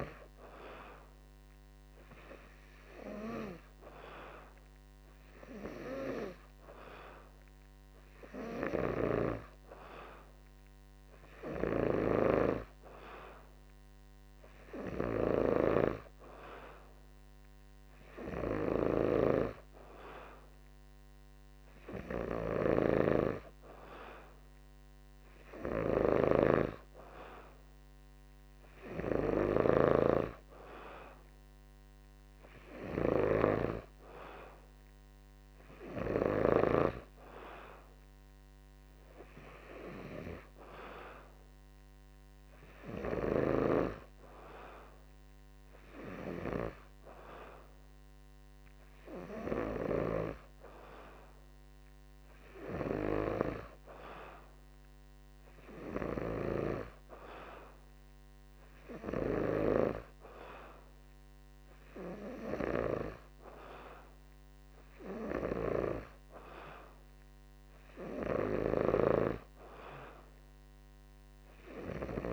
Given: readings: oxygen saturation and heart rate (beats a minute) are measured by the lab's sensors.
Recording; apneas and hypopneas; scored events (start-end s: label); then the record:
breathing in sleep by a microphone on the trachea; none
none scored
From the record:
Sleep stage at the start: N2 (light sleep); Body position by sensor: on the back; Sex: male